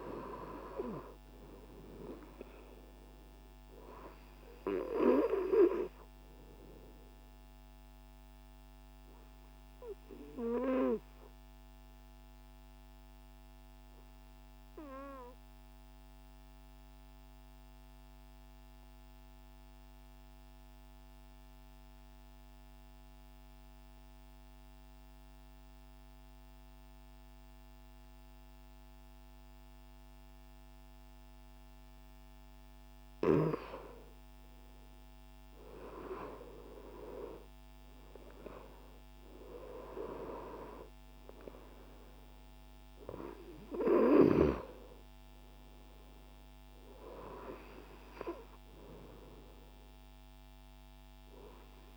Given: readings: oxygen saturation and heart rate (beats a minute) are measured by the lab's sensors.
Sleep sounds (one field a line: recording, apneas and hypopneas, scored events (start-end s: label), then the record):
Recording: breathing in sleep by a microphone on the trachea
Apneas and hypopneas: 1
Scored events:
0.00-16.00 s: oxygen desaturation (device-marked, oxygen 93% lowest)
7.00-32.50 s: obstructive apnea (oxygen 98% before, 93% lowest, heart rate 49 before, 37 extreme, up 0 after)
35.00-51.97 s: oxygen desaturation (device-marked, oxygen 98% before, 94% lowest, heart rate 93 before, 49 extreme)
35.50-40.50 s: arousal
From the record:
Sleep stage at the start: N2 (light sleep)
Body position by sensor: on the right side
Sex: male